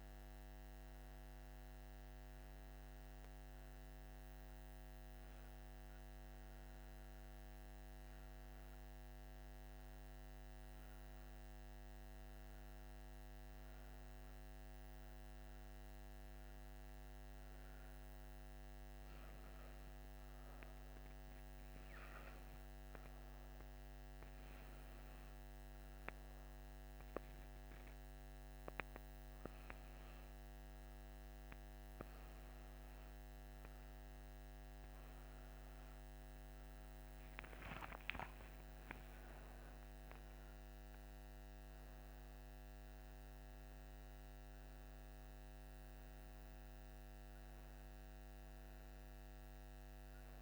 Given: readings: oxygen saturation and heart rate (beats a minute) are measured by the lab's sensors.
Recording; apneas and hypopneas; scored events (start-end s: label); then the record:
a person partly awake in a sleep study, hard to hear, by a microphone on the trachea; none
0.00-12.00 s: oxygen desaturation (device-marked, oxygen 93% lowest, heart rate 59 extreme)
6.00-50.42 s: new sleep stage, N1 (lightest sleep)
37.50-43.50 s: arousal
39.00-50.42 s: oxygen desaturation (device-marked, oxygen 93% before, 89% lowest, heart rate 65 before, 59 extreme)
From the record:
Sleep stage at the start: awake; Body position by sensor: on the back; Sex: female